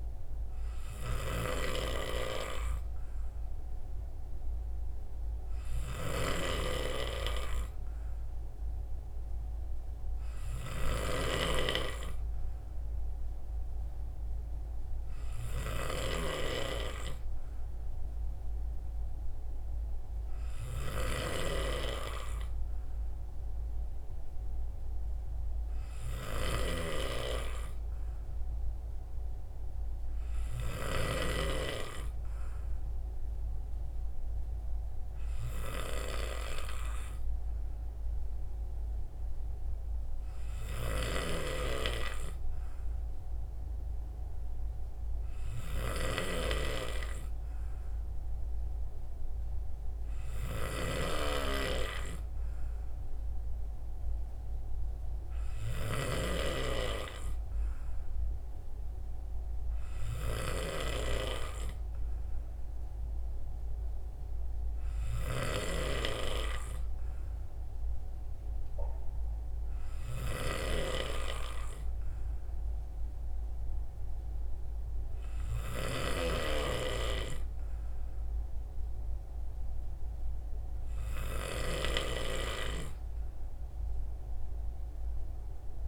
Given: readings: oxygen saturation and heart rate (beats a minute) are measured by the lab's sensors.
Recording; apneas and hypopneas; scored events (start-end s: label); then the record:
breathing in sleep by a room microphone; none
none scored
From the record:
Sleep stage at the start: N3 (deep sleep); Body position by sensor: on the right side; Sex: male